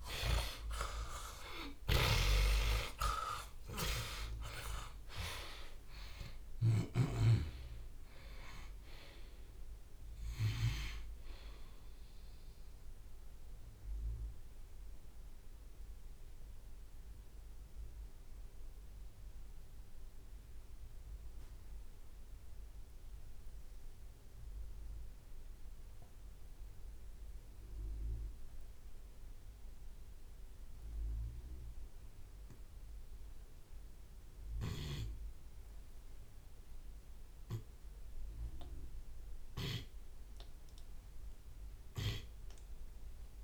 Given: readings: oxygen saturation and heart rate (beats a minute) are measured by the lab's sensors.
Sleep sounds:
breathing in sleep by a room microphone; 1
0.00-2.50 s: oxygen desaturation (device-marked, oxygen 83% lowest, heart rate 57 extreme)
0.00-4.00 s: arousal
0.00-7.00 s: snoring (device-marked)
0.00-8.50 s: tachycardia (device-marked, heart rate 162 extreme)
0.50-2.50 s: long interval between heartbeats (device-marked, heart rate 58 before, 90 extreme)
3.50-5.50 s: long interval between heartbeats (device-marked, heart rate 66 before, 129 extreme)
4.50-19.50 s: drop in pulse transit time (device-marked, heart rate 70 before, 63 extreme)
5.50-7.50 s: long interval between heartbeats (device-marked, heart rate 75 before, 155 extreme)
11.50-35.00 s: obstructive apnea (oxygen 97% before, 73% lowest, heart rate 101 before, 52 extreme, up 44 after)
23.00-25.00 s: long interval between heartbeats (device-marked, heart rate 100 before, 70 extreme)
27.50-39.50 s: oxygen desaturation (device-marked, oxygen 96% before, 81% lowest, heart rate 82 before, 59 extreme)
36.00-38.00 s: long interval between heartbeats (device-marked, heart rate 63 before, 74 extreme)
38.00-40.00 s: long interval between heartbeats (device-marked, heart rate 63 before, 87 extreme)
42.00-43.44 s: long interval between heartbeats (device-marked, heart rate 69 before, 82 extreme)
From the record:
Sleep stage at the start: N2 (light sleep); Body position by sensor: on the left side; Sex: male

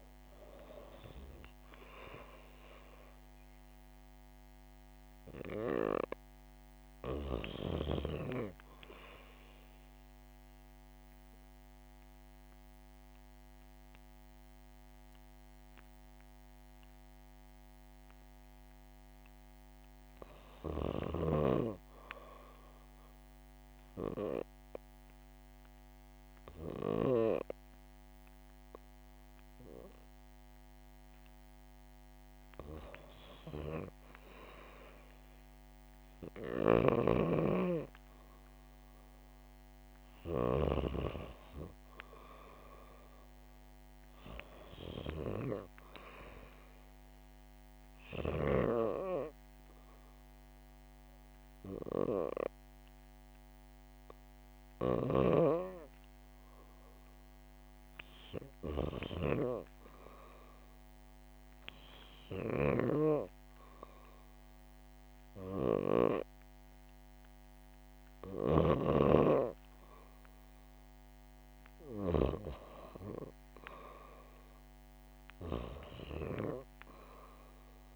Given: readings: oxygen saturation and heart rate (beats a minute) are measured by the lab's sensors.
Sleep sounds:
breathing in sleep by a microphone on the trachea; 1
0.00-6.50 s: oxygen desaturation (device-marked, oxygen 88% lowest, heart rate 62 extreme)
6.00-9.00 s: arousal
10.50-20.50 s: obstructive apnea (oxygen 96% before, 91% lowest, heart rate 67 before, 66 extreme, up 0 after)
21.50-25.00 s: arousal
36.50-40.50 s: snoring (device-marked)
46.50-57.50 s: oxygen desaturation (device-marked, oxygen 95% before, 92% lowest, heart rate 67 before, 68 extreme)
From the record:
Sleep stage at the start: REM sleep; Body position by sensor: on the back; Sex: female

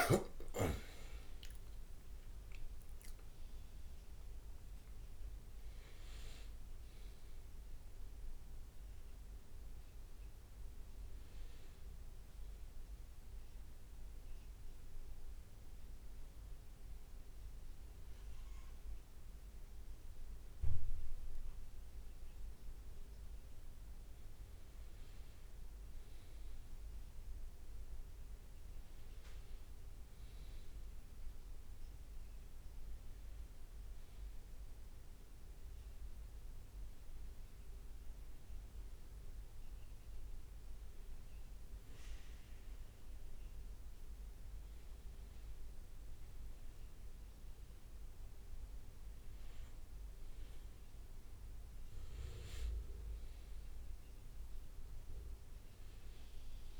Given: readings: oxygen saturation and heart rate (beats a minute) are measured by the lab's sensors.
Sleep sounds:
breathing in sleep, hard to hear, by a room microphone; none
0.00-2.50 s: leg movement (device-marked)
2.00-6.00 s: arousal
From the record:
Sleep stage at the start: N1 (lightest sleep); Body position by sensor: on the back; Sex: male

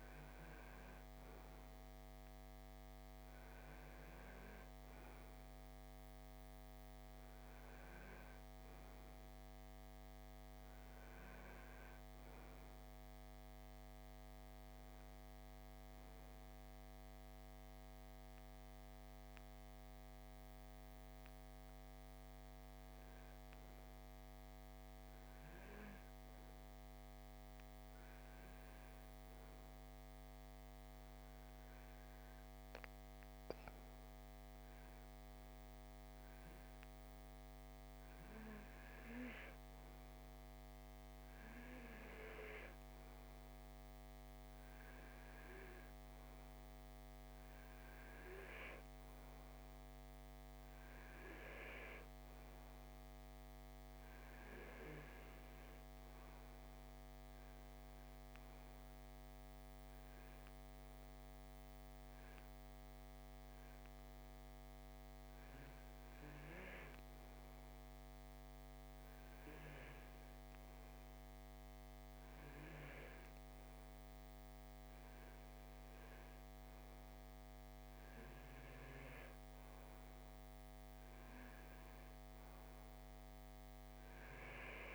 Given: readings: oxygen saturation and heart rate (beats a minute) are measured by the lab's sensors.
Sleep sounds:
breathing in sleep, hard to hear, by a microphone on the trachea; 2
4.50-15.50 s: oxygen desaturation (device-marked, oxygen 91% before, 84% lowest, heart rate 61 before, 64 extreme)
19.50-35.00 s: hypopnea (oxygen 91% before, 84% lowest, heart rate 67 before, 70 extreme, up 4 after)
37.00-41.50 s: arousal
42.50-66.50 s: oxygen desaturation (device-marked, oxygen 90% before, 84% lowest, heart rate 71 before, 71 extreme)
59.50-70.50 s: hypopnea (oxygen 90% before, 84% lowest, heart rate 73 before, 71 extreme, up 2 after)
76.00-79.50 s: arousal
83.50-84.95 s: oxygen desaturation (device-marked, oxygen 87% before, 84% lowest, heart rate 73 before, 70 extreme)
From the record:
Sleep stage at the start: REM sleep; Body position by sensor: on the right side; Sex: male

